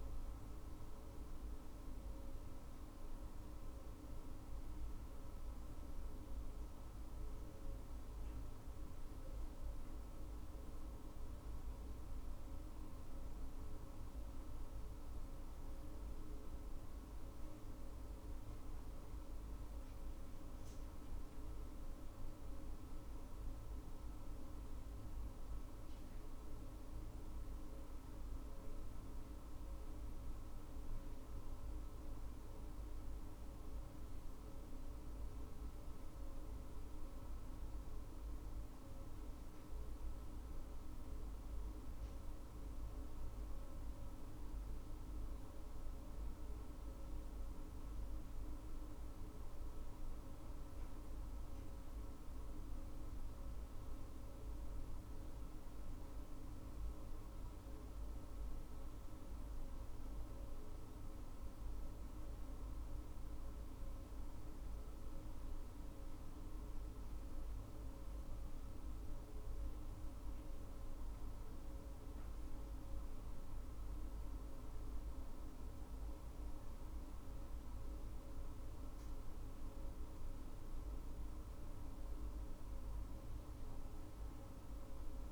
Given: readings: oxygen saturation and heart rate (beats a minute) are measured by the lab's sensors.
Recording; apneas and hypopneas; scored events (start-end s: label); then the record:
breathing in sleep, hard to hear, by a room microphone; none
none scored
From the record:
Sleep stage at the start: N2 (light sleep); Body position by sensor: on the back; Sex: female